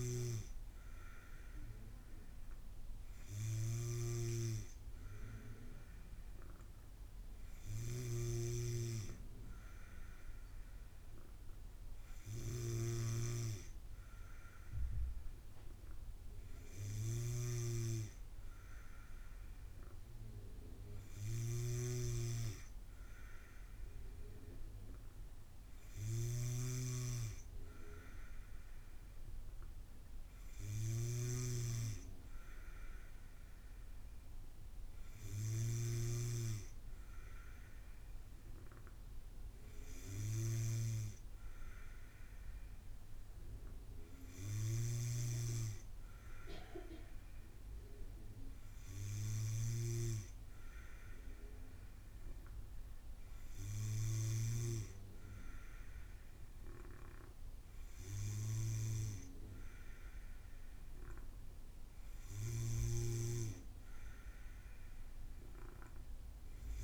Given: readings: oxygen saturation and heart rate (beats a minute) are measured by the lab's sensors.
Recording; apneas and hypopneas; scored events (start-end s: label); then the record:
breathing in sleep by a room microphone; none
0.00-54.50 s: snoring (device-marked)
62.00-66.84 s: snoring (device-marked)
From the record:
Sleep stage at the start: N2 (light sleep); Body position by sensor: on the back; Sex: female